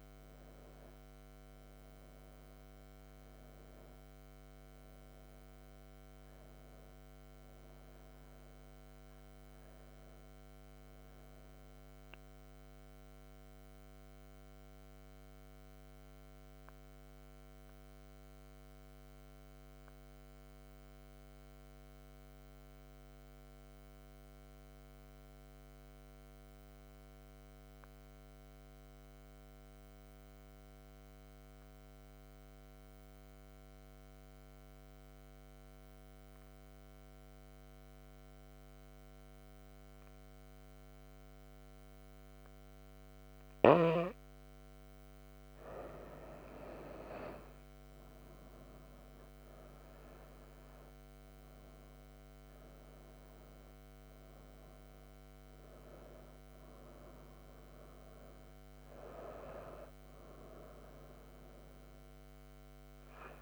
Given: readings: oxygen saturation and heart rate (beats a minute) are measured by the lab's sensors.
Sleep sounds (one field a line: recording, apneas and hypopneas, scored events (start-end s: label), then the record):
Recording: breathing in sleep by a microphone on the trachea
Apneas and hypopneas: 1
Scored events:
11.50-44.00 s: mixed apnea (oxygen 96% before, 90% lowest)
39.00-63.42 s: oxygen desaturation (device-marked, oxygen 98% before, 90% lowest)
45.50-50.00 s: arousal
From the record:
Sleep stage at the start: N2 (light sleep)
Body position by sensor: on the right side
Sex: female